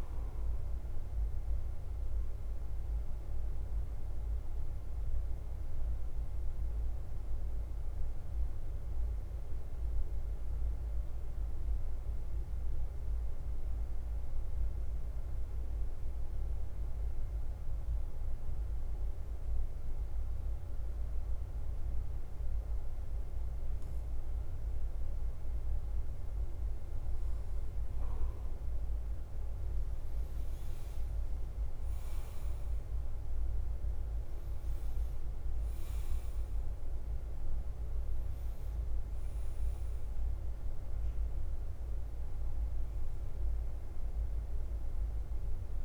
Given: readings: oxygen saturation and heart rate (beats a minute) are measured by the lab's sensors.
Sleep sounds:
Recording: breathing in sleep, hard to hear, by a room microphone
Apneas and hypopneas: 1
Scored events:
0.00-23.50 s: oxygen desaturation (device-marked, oxygen 92% lowest, heart rate 49 extreme)
0.00-45.85 s: bradycardia (device-marked, heart rate 45 extreme)
6.00-25.00 s: obstructive apnea (oxygen 97% before, 92% lowest, heart rate 51 before, 49 extreme, up 2 after)
31.00-36.50 s: arousal
From the record:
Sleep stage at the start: N2 (light sleep)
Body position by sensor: on the right side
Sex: male

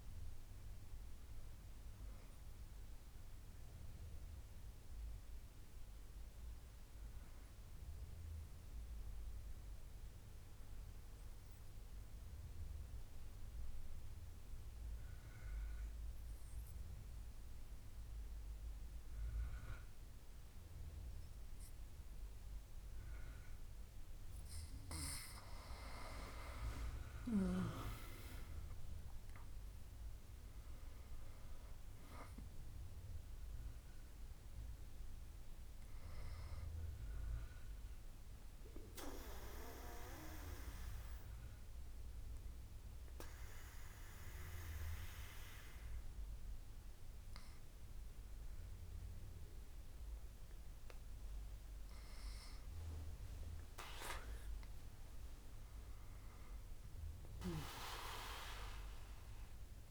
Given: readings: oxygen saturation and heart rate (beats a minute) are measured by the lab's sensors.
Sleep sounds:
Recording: breathing in sleep by a room microphone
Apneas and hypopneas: 2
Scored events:
7.50-24.00 s: obstructive apnea (oxygen 99% before, 95% lowest, heart rate 102 before, 64 extreme, up 8 after)
13.00-59.91 s: new sleep stage, N2 (light sleep)
26.50-32.00 s: arousal
38.00-59.00 s: oxygen desaturation (device-marked, oxygen 99% before, 95% lowest, heart rate 70 before, 66 extreme)
39.50-53.00 s: obstructive apnea (oxygen 99% before, 95% lowest, heart rate 70 before, 67 extreme, up 8 after)
55.50-59.00 s: arousal
From the record:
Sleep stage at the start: N1 (lightest sleep)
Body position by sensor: on the back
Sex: female

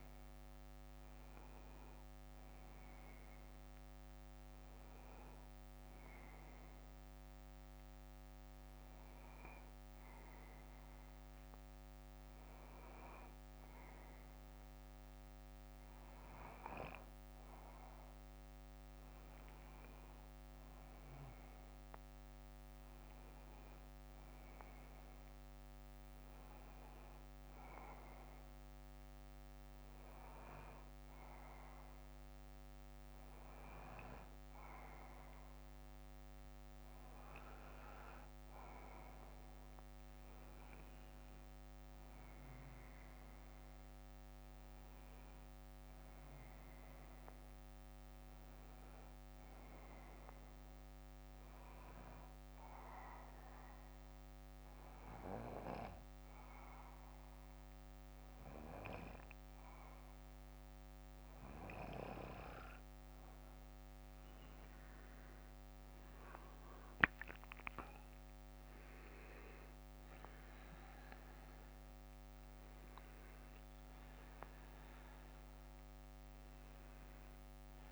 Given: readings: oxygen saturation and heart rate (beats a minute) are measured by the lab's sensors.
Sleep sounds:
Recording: breathing in sleep by a microphone on the trachea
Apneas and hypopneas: 3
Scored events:
2.50-5.50 s: bradycardia (device-marked, heart rate 65 before, 56 extreme)
6.50-18.50 s: obstructive apnea (oxygen 95% before, 93% lowest, heart rate 60 before, 53 extreme, up 17 after)
7.50-13.50 s: bradycardia (device-marked, heart rate 65 before, 52 extreme)
21.00-24.00 s: arousal
27.50-31.50 s: bradycardia (device-marked, heart rate 65 before, 59 extreme)
28.00-39.00 s: obstructive apnea (oxygen 95% before, 92% lowest, heart rate 61 before, 53 extreme, up 17 after)
33.50-36.50 s: bradycardia (device-marked, heart rate 65 before, 53 extreme)
40.50-45.00 s: arousal
49.00-62.50 s: obstructive apnea (oxygen 95% before, 92% lowest, heart rate 61 before, 53 extreme, up 18 after)
51.50-56.50 s: bradycardia (device-marked, heart rate 65 before, 54 extreme)
65.50-69.50 s: arousal
From the record:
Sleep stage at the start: N2 (light sleep)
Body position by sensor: on the back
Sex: male

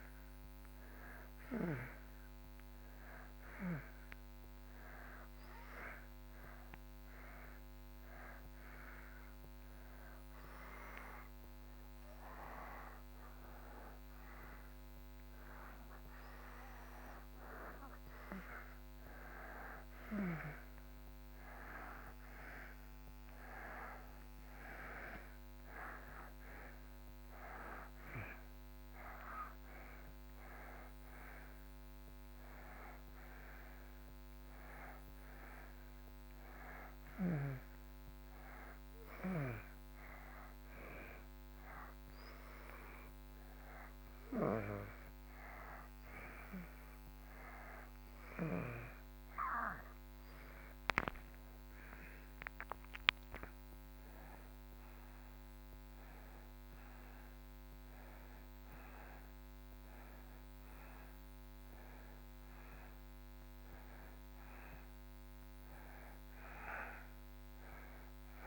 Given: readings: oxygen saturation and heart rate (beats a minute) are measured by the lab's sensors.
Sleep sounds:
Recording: breathing in sleep by a microphone on the trachea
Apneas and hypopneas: 2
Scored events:
7.00-20.00 s: hypopnea (oxygen 90% before, 85% lowest)
23.00-27.50 s: arousal
36.00-54.00 s: oxygen desaturation (device-marked, oxygen 91% before, 85% lowest)
39.00-52.50 s: hypopnea (oxygen 91% before, 85% lowest)
55.00-60.00 s: arousal
From the record:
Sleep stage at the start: N2 (light sleep)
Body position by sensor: on the back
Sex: male

